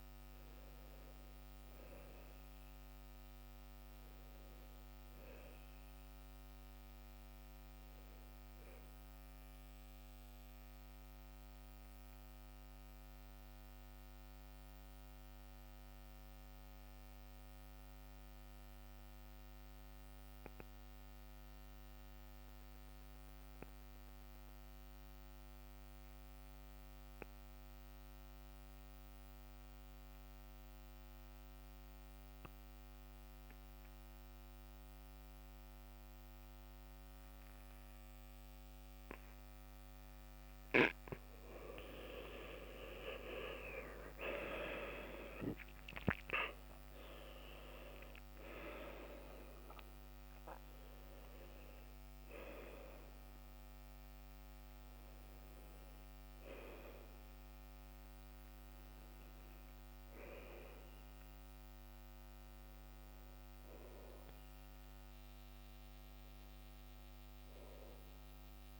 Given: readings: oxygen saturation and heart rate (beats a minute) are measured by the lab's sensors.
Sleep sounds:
breathing in sleep by a microphone on the trachea; 1
0.00-26.00 s: oxygen desaturation (device-marked, oxygen 89% lowest, heart rate 62 extreme)
11.50-41.00 s: mixed apnea (oxygen 97% before, 85% lowest, heart rate 71 before, 62 extreme, up 15 after)
41.00-61.00 s: oxygen desaturation (device-marked, oxygen 97% before, 89% lowest, heart rate 64 before, 63 extreme)
42.50-47.00 s: arousal
From the record:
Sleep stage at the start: N2 (light sleep); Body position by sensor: on the back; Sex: male

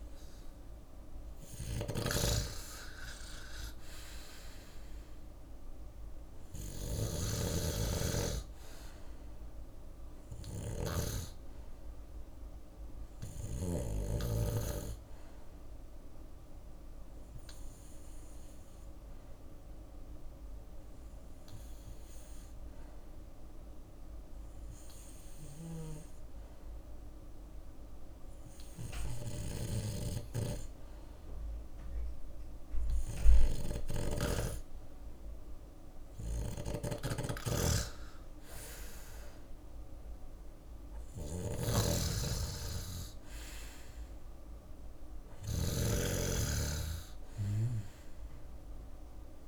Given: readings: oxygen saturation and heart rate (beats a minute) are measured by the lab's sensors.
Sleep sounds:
breathing in sleep by a room microphone; 1
0.00-13.00 s: snoring (device-marked)
0.00-16.00 s: drop in pulse transit time (device-marked, heart rate 68 before, 72 extreme)
6.00-17.00 s: oxygen desaturation (device-marked, oxygen 92% before, 89% lowest, heart rate 71 before, 65 extreme)
15.50-35.00 s: hypopnea (oxygen 92% before, 89% lowest, heart rate 74 before, 59 extreme, up 4 after)
29.00-33.50 s: snoring (device-marked)
35.50-45.00 s: snoring (device-marked)
37.00-40.50 s: arousal
40.00-47.00 s: drop in pulse transit time (device-marked, heart rate 66 before, 67 extreme)
42.00-49.48 s: oxygen desaturation (device-marked, oxygen 97% before, 92% lowest, heart rate 66 before, 56 extreme)
From the record:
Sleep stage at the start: N2 (light sleep); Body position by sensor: on the left side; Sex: male

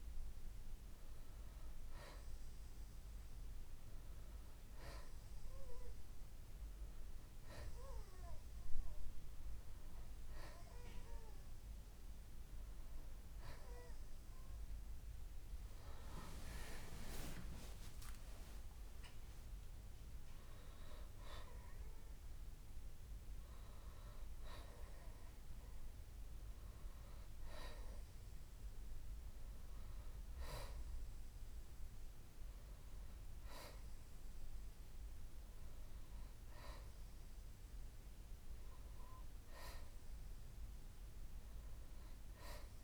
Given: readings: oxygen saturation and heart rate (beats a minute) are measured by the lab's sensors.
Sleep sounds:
breathing in sleep by a room microphone; none
13.50-17.50 s: arousal
From the record:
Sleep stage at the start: N1 (lightest sleep); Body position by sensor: on the back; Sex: male

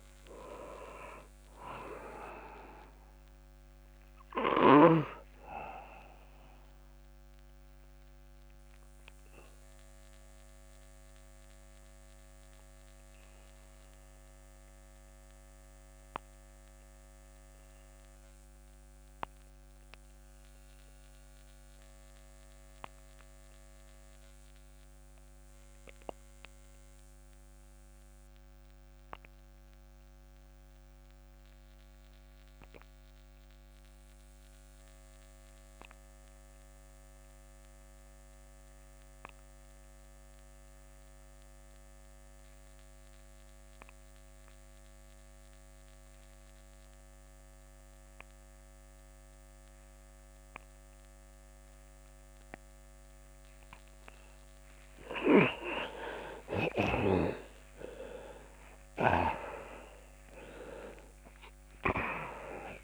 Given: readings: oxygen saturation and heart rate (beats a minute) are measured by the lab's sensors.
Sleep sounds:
breathing in sleep by a microphone on the trachea; 1
0.00-26.00 s: oxygen desaturation (device-marked, oxygen 84% lowest)
6.50-54.00 s: obstructive apnea (oxygen 98% before, 81% lowest, heart rate 39 before, 25 extreme, up 21 after)
43.00-62.84 s: oxygen desaturation (device-marked, oxygen 98% before, 81% lowest)
58.00-62.84 s: arousal
From the record:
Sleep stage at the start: N2 (light sleep); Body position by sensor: on the back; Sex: male

